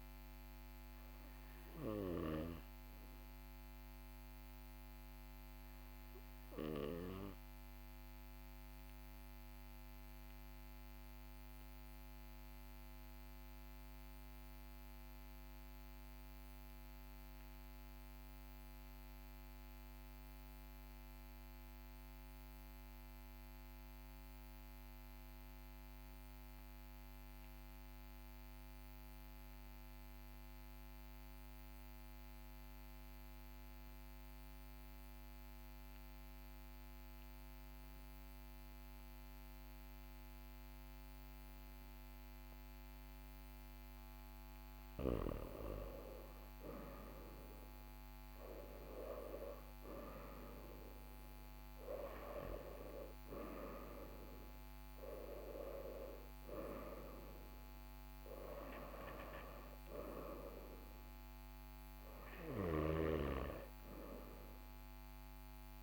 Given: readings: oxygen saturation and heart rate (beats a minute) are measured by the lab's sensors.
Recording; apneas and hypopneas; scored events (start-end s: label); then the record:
breathing in sleep by a microphone on the trachea; 1
0.00-2.50 s: oxygen desaturation (device-marked, oxygen 89% lowest, heart rate 42 extreme)
3.50-7.50 s: arousal
10.50-42.50 s: obstructive apnea (oxygen 99% before, 89% lowest, heart rate 43 before, 42 extreme, up 4 after)
32.50-65.83 s: oxygen desaturation (device-marked, oxygen 99% before, 89% lowest, heart rate 42 before, 42 extreme)
44.50-50.00 s: arousal
From the record:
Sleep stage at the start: N2 (light sleep); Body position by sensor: on the right side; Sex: male